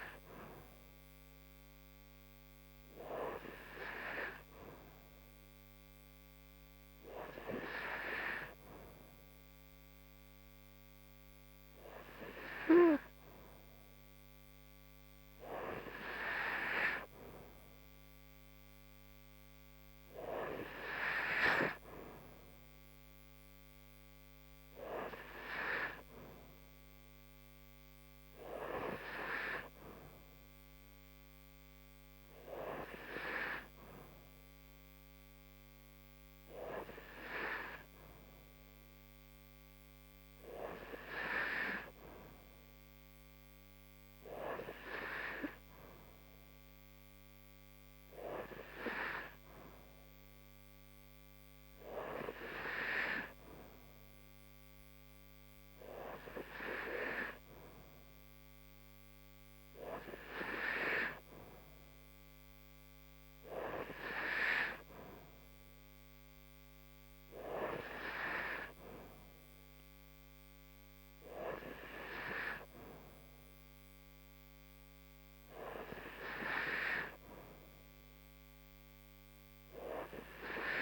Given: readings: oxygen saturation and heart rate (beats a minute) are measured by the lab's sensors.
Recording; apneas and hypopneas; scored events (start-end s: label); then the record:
breathing in sleep by a microphone on the trachea; none
none scored
From the record:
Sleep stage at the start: N3 (deep sleep); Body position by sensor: upright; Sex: female